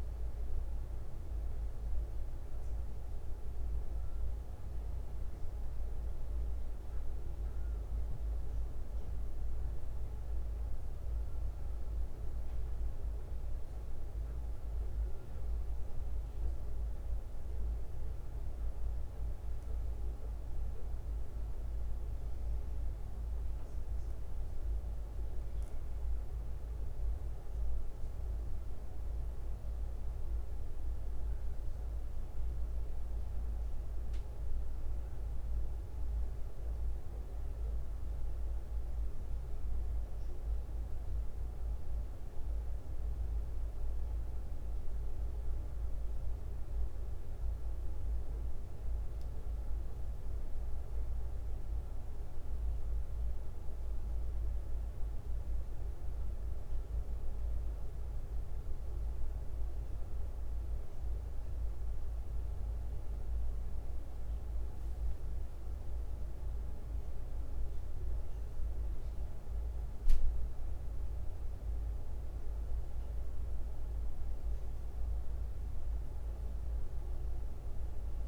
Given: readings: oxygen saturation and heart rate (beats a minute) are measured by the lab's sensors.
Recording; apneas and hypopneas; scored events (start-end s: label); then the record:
breathing in sleep, hard to hear, by a room microphone; none
28.00-32.00 s: arousal
38.00-41.00 s: bradycardia (device-marked, heart rate 65 before, 57 extreme)
42.00-45.00 s: bradycardia (device-marked, heart rate 65 before, 59 extreme)
72.00-78.00 s: bradycardia (device-marked, heart rate 64 before, 57 extreme)
From the record:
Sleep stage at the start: N1 (lightest sleep); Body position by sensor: on the left side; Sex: male